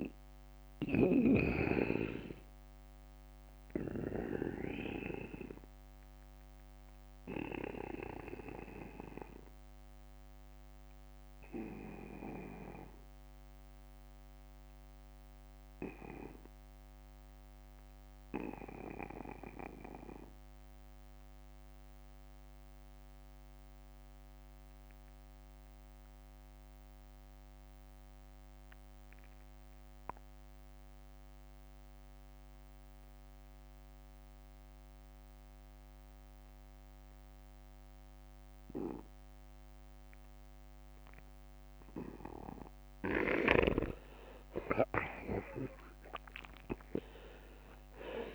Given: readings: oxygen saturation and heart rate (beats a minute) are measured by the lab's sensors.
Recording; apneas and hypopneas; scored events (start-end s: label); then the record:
breathing in sleep by a microphone on the trachea; 1
10.00-29.00 s: oxygen desaturation (device-marked, oxygen 96% before, 90% lowest, heart rate 62 before, 41 extreme)
14.00-16.00 s: long interval between heartbeats (device-marked, heart rate 61 before, 54 extreme)
23.00-40.50 s: obstructive apnea (oxygen 97% before, 80% lowest, heart rate 51 before, 49 extreme, up 16 after)
From the record:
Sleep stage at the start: N2 (light sleep); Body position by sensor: on the back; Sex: male